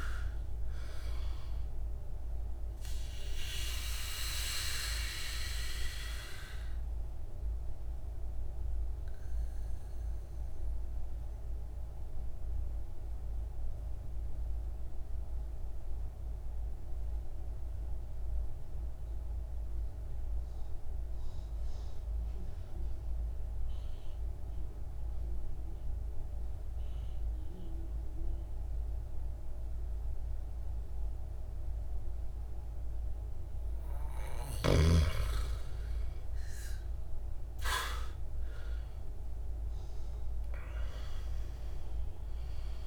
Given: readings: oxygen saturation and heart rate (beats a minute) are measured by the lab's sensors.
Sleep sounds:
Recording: breathing in sleep by a room microphone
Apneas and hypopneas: 1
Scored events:
0.00-27.50 s: oxygen desaturation (device-marked, oxygen 88% lowest, heart rate 52 extreme)
3.50-33.00 s: obstructive apnea (oxygen 98% before, 83% lowest, heart rate 55 before, 50 extreme, up 18 after)
29.50-42.87 s: oxygen desaturation (device-marked, oxygen 99% before, 83% lowest, heart rate 53 before, 50 extreme)
35.50-40.50 s: arousal
From the record:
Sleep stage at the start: N2 (light sleep)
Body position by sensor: on the back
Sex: male

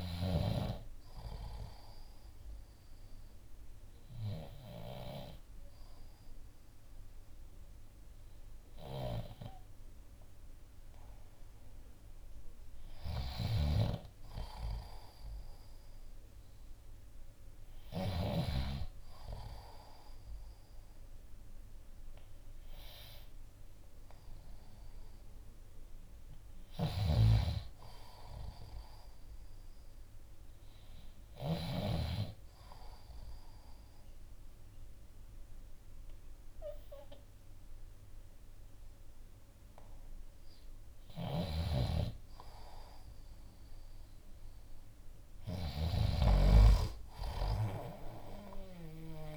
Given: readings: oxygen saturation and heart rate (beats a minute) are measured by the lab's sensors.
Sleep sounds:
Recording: breathing in sleep by a room microphone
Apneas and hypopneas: 2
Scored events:
1.50-12.50 s: obstructive apnea (oxygen 97% before, 92% lowest, heart rate 63 before, 59 extreme, up 2 after)
13.00-18.00 s: snoring (device-marked)
14.50-18.00 s: arousal
26.50-31.50 s: snoring (device-marked)
32.50-42.50 s: obstructive apnea (oxygen 94% before, 91% lowest, heart rate 61 before, 57 extreme, up 5 after)
41.00-49.37 s: snoring (device-marked)
43.50-46.50 s: arousal
47.50-49.37 s: drop in pulse transit time (device-marked, heart rate 60 before, 59 extreme)
From the record:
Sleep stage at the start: N2 (light sleep)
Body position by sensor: on the left side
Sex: male

